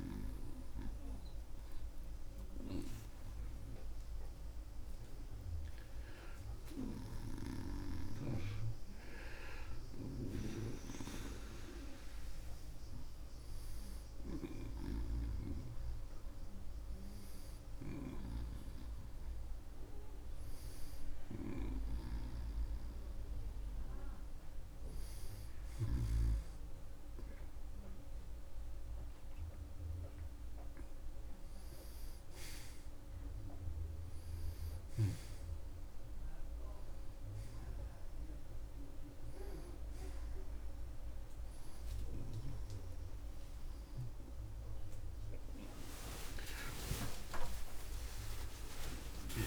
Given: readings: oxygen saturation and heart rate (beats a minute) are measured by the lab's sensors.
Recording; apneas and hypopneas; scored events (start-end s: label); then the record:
a person awake in a sleep study, by a room microphone; none
7.50-15.00 s: snoring (device-marked)
21.50-26.00 s: snoring (device-marked)
From the record:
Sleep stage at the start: awake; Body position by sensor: on the right side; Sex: male